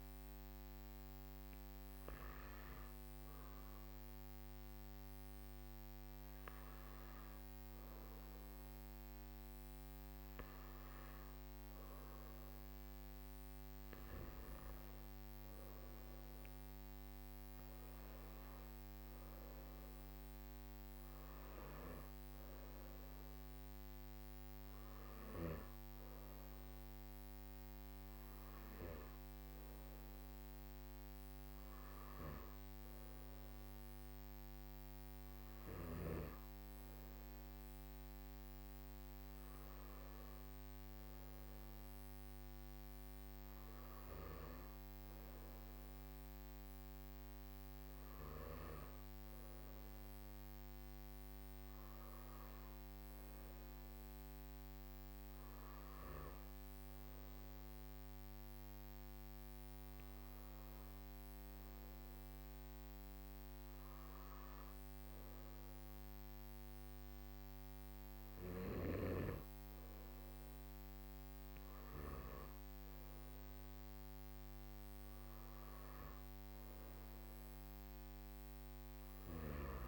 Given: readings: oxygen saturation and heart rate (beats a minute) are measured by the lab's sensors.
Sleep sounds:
breathing in sleep, hard to hear, by a microphone on the trachea; none
79.50-79.88 s: new sleep stage, N2 (light sleep)
From the record:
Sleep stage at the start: N3 (deep sleep); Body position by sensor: on the back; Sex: male

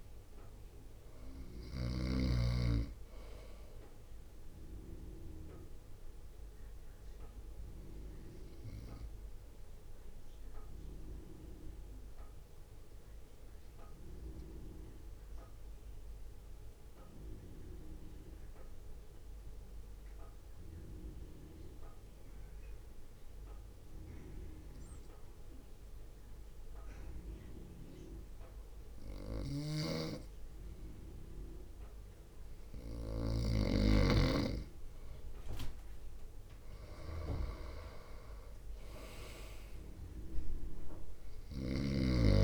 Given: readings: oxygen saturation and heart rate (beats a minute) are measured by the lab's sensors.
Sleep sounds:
breathing in sleep by a room microphone; 1
0.00-2.50 s: snoring (device-marked)
0.00-6.00 s: drop in pulse transit time (device-marked, heart rate 53 extreme)
7.00-31.50 s: obstructive apnea (oxygen 97% before, 94% lowest, heart rate 56 before, 49 extreme, up 6 after)
29.50-34.00 s: snoring (device-marked)
35.00-42.44 s: drop in pulse transit time (device-marked, heart rate 54 before, 49 extreme)
39.00-42.44 s: arousal
From the record:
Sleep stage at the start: N2 (light sleep); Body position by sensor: on the front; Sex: male

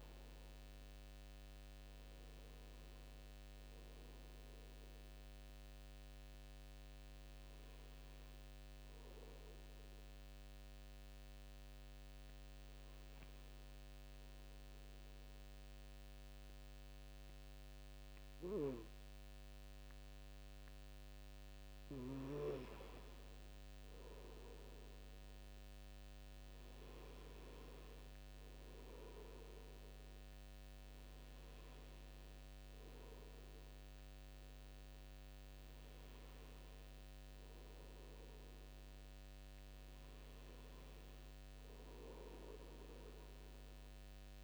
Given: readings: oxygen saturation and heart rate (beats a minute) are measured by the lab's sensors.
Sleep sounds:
breathing in sleep, hard to hear, by a microphone on the trachea; 1
8.50-21.00 s: hypopnea (oxygen 98% before, 95% lowest, heart rate 80 before, 71 extreme, up 5 after)
23.00-26.50 s: arousal
27.50-44.43 s: oxygen desaturation (device-marked, oxygen 99% before, 95% lowest, heart rate 72 before, 68 extreme)
From the record:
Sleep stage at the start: N2 (light sleep); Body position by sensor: on the front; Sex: male

